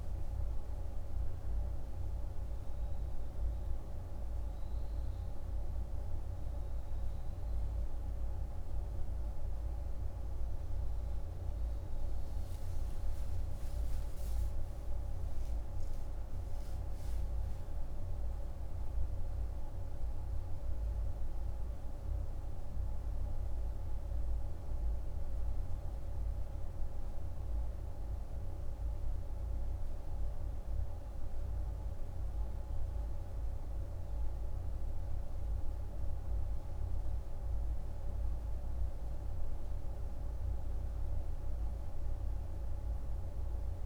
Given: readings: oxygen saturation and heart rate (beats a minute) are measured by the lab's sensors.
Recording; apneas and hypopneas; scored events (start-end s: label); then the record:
breathing in sleep, hard to hear, by a room microphone; 1
6.00-43.86 s: new sleep stage, N1 (lightest sleep)
12.00-17.00 s: arousal
21.50-36.50 s: hypopnea (oxygen 97% before, 95% lowest, heart rate 60 before, 51 extreme, up 2 after)
38.00-42.50 s: arousal
From the record:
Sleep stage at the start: N2 (light sleep); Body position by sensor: on the right side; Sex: male